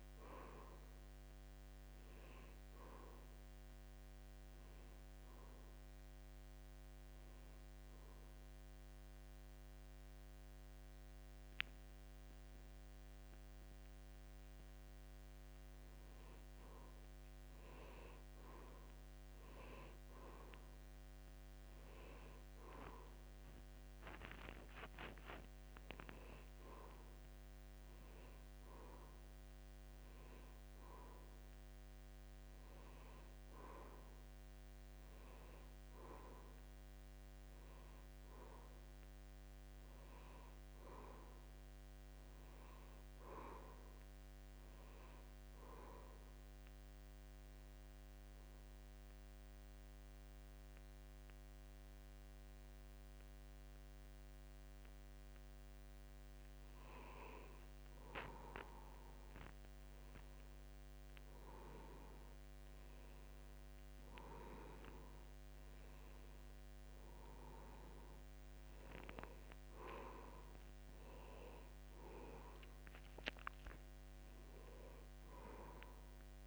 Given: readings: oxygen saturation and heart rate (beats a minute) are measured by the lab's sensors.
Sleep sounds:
breathing in sleep by a microphone on the trachea; 2
0.00-2.50 s: arousal
4.50-16.00 s: hypopnea (oxygen 96% before, 89% lowest, heart rate 77 before, 72 extreme, up 4 after)
17.00-21.00 s: arousal
24.50-34.50 s: oxygen desaturation (device-marked, oxygen 95% before, 91% lowest, heart rate 76 before, 72 extreme)
46.50-56.50 s: obstructive apnea (oxygen 95% before, 89% lowest, heart rate 74 before, 73 extreme, up 2 after)
59.00-63.50 s: arousal
62.50-73.50 s: oxygen desaturation (device-marked, oxygen 92% before, 89% lowest, heart rate 74 before, 75 extreme)
From the record:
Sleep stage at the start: N2 (light sleep); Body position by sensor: on the back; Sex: male

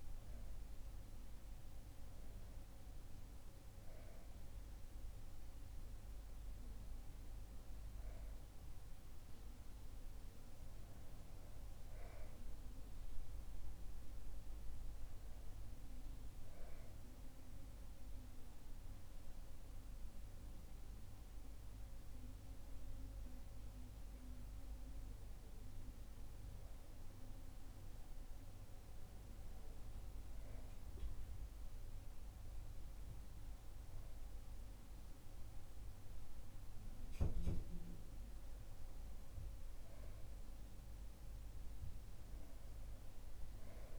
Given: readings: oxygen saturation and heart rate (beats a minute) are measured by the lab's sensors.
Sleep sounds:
breathing in sleep, hard to hear, by a room microphone; none
none scored
From the record:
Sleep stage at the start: REM sleep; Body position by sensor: on the back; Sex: male

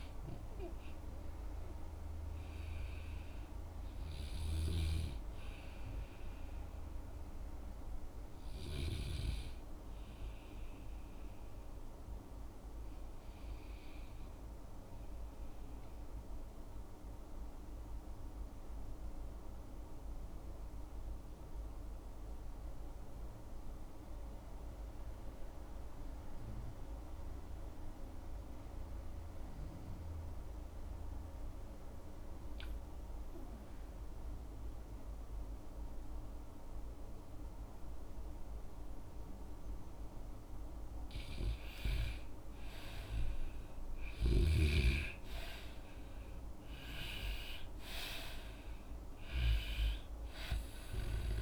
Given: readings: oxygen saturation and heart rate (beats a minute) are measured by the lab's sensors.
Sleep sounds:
breathing in sleep by a room microphone; 1
0.00-10.00 s: oxygen desaturation (device-marked, oxygen 92% lowest, heart rate 52 extreme)
14.00-40.00 s: obstructive apnea (oxygen 98% before, 85% lowest, heart rate 60 before, 52 extreme, up 11 after)
38.00-51.42 s: oxygen desaturation (device-marked, oxygen 97% before, 85% lowest, heart rate 55 before, 55 extreme)
42.50-46.00 s: arousal
From the record:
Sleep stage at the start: REM sleep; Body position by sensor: on the back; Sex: male

